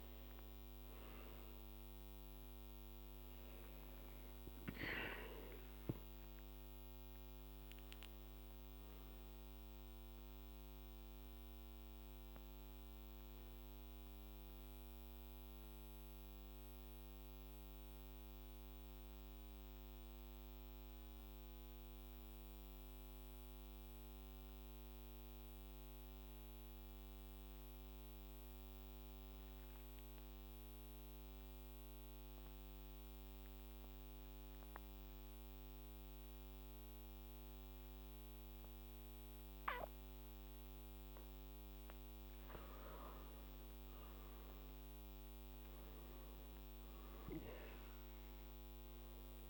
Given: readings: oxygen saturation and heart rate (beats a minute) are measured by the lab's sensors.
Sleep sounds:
breathing in sleep, hard to hear, by a microphone on the trachea; 1
0.00-1.50 s: arousal
9.50-12.50 s: arousal
14.00-30.00 s: oxygen desaturation (device-marked, oxygen 97% before, 92% lowest, heart rate 60 before, 55 extreme)
15.00-41.00 s: mixed apnea (oxygen 99% before, 91% lowest, heart rate 60 before, 54 extreme, up 5 after)
42.50-47.00 s: arousal
From the record:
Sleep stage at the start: N2 (light sleep); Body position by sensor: on the back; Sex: male

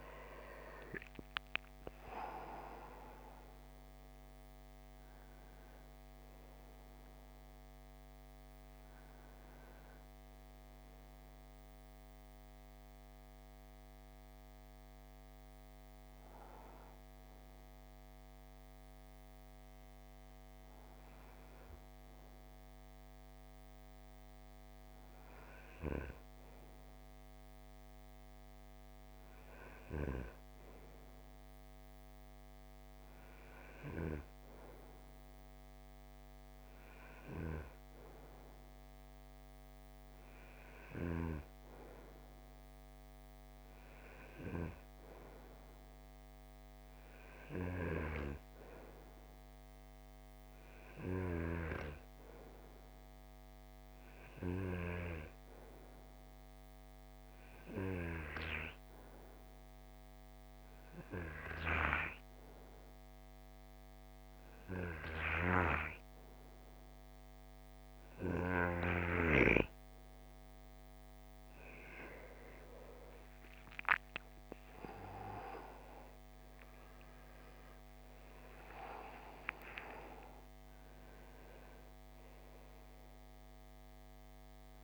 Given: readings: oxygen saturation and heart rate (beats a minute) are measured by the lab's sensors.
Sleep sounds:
breathing in sleep by a microphone on the trachea; 2
0.00-1.00 s: arousal
13.00-24.00 s: hypopnea (oxygen 95% before, 89% lowest, heart rate 66 before, 52 extreme, up 4 after)
24.50-28.00 s: arousal
36.50-46.50 s: oxygen desaturation (device-marked, oxygen 97% before, 93% lowest, heart rate 54 before, 58 extreme)
44.00-68.50 s: hypopnea (oxygen 97% before, 88% lowest, heart rate 56 before, 54 extreme, up 16 after)
75.00-79.00 s: arousal
76.50-84.84 s: oxygen desaturation (device-marked, oxygen 91% before, 88% lowest, heart rate 63 before, 51 extreme)
From the record:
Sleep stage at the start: N2 (light sleep); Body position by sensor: on the right side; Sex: male

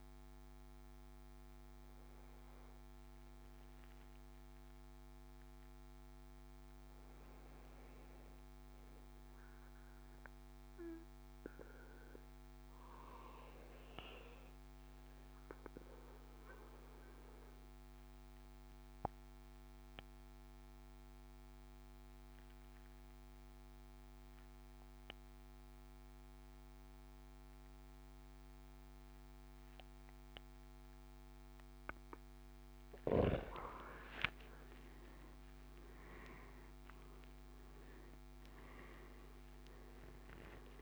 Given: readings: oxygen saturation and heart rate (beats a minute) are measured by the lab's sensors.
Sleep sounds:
breathing in sleep by a microphone on the trachea; 1
2.00-40.82 s: new sleep stage, N2 (light sleep)
10.00-32.00 s: obstructive apnea (oxygen 99% before, 92% lowest, heart rate 67 before, 61 extreme, up 8 after)
32.00-40.82 s: oxygen desaturation (device-marked, oxygen 97% before, 92% lowest, heart rate 75 before, 61 extreme)
32.50-36.00 s: arousal
From the record:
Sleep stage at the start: N1 (lightest sleep); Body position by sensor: on the back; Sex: male

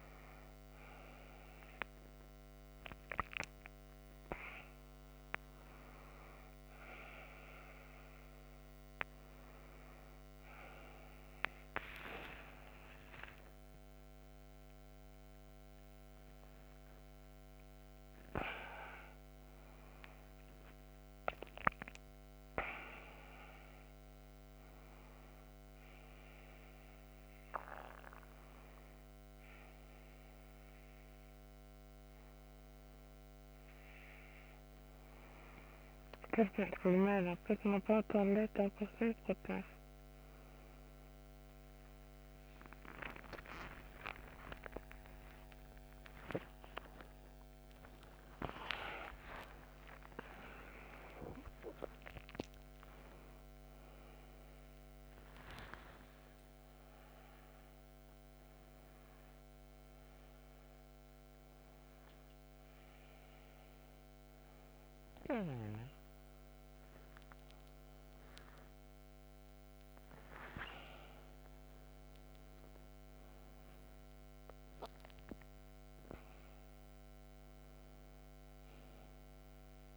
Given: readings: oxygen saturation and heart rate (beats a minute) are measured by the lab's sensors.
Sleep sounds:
a person awake in a sleep study, by a microphone on the trachea; none
none scored
From the record:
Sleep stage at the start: awake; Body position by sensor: on the back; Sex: female

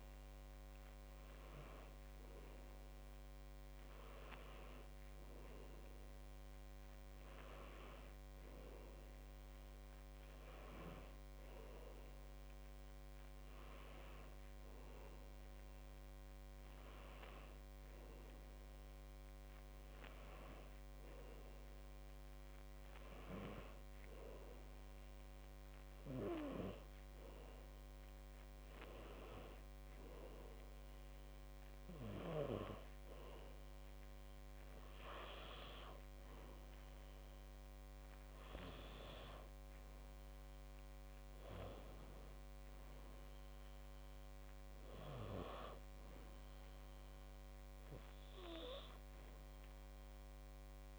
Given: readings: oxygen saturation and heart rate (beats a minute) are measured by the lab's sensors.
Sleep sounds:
a person awake in a sleep study, by a microphone on the trachea; none
42.00-50.99 s: new sleep stage, N2 (light sleep)
From the record:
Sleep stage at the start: awake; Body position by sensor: on the back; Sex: female

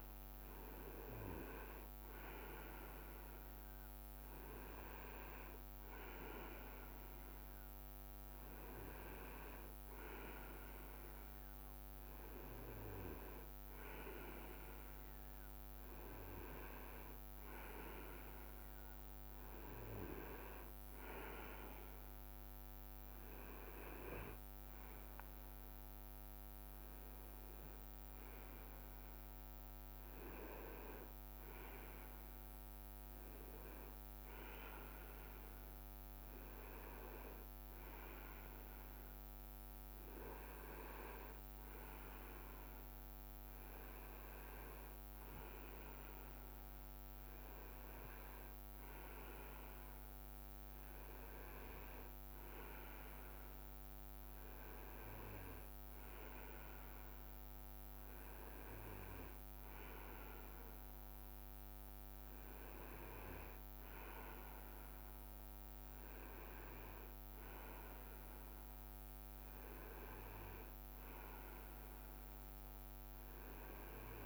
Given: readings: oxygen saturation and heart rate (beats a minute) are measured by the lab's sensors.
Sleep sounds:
breathing in sleep by a microphone on the trachea; none
20.50-23.00 s: leg movement (device-marked)
23.50-24.50 s: leg movement (device-marked)
From the record:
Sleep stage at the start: N2 (light sleep); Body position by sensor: on the right side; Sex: male

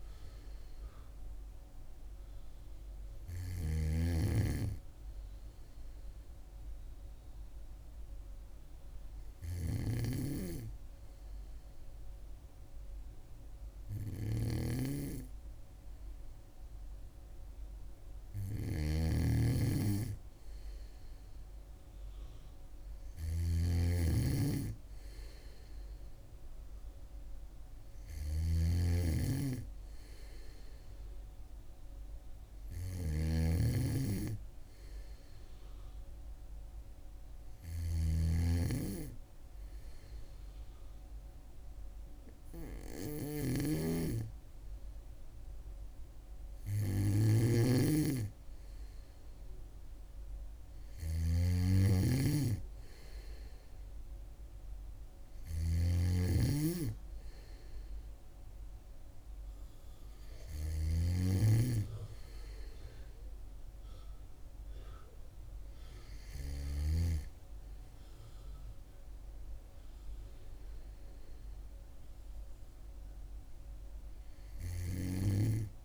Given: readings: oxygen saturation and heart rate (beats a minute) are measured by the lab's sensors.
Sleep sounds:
breathing in sleep by a room microphone; 1
0.00-3.50 s: snoring (device-marked)
6.00-17.00 s: hypopnea (oxygen 99% before, 95% lowest, heart rate 64 before, 62 extreme, up 4 after)
9.50-61.00 s: snoring (device-marked)
18.50-22.00 s: arousal
69.00-72.50 s: arousal
From the record:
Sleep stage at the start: N2 (light sleep); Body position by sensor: on the back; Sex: female

